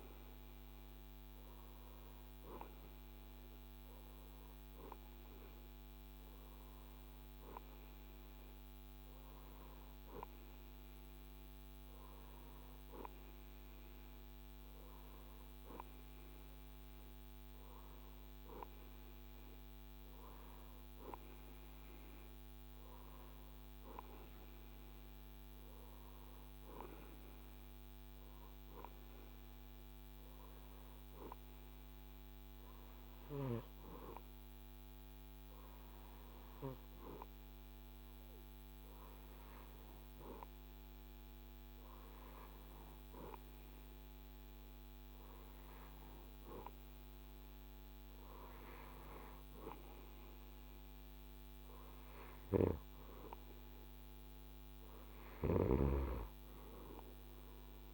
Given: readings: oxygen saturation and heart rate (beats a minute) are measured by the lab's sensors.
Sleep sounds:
breathing in sleep by a microphone on the trachea; none
none scored
From the record:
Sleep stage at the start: REM sleep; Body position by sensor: on the right side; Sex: male

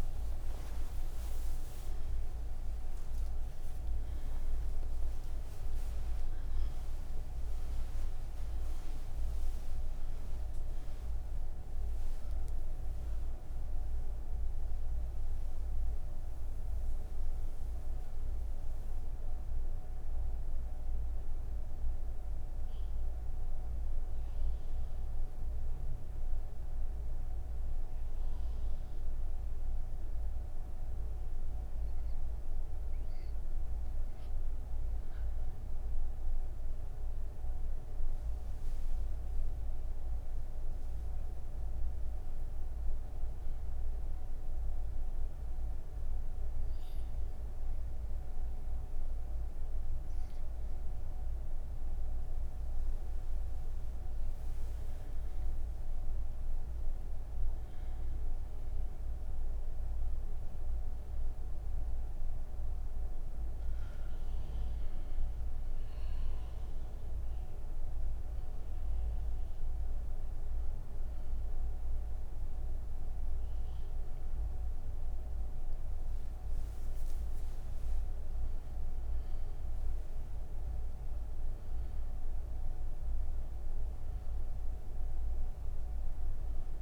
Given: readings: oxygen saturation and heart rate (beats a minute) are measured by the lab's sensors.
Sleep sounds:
breathing in sleep, hard to hear, by a room microphone; 1
23.50-33.50 s: hypopnea (oxygen 98% before, 96% lowest)
From the record:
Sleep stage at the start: N2 (light sleep); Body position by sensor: on the right side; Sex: female

